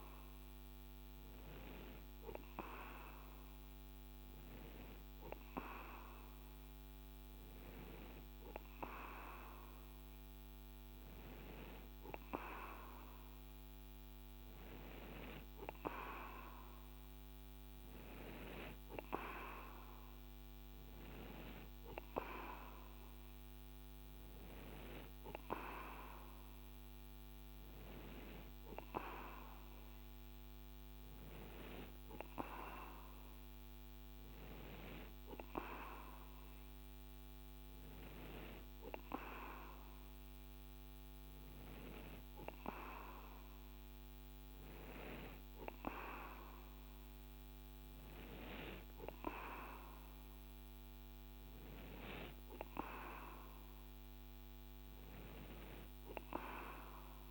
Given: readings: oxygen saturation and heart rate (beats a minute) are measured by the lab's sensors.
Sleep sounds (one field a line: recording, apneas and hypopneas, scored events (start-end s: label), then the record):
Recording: breathing in sleep by a microphone on the trachea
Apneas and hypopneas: none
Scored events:
none scored
From the record:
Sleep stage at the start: N2 (light sleep)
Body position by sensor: on the right side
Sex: male